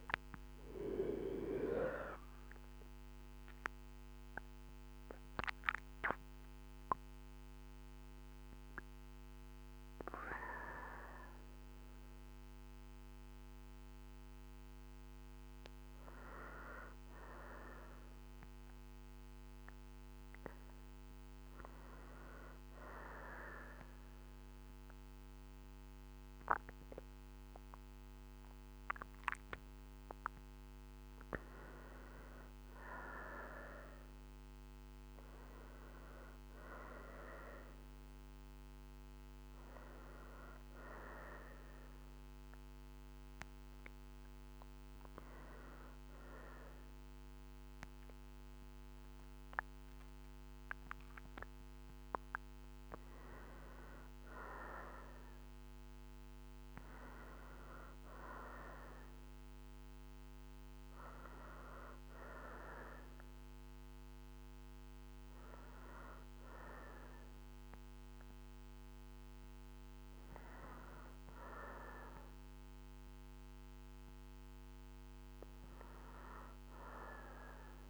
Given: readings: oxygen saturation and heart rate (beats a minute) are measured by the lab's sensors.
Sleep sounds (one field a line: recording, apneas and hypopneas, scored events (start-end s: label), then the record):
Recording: breathing in sleep by a microphone on the trachea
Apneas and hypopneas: none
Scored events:
26.50-49.50 s: oxygen desaturation (device-marked, oxygen 98% before, 91% lowest, heart rate 63 before, 64 extreme)
From the record:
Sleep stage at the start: N2 (light sleep)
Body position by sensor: on the right side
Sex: female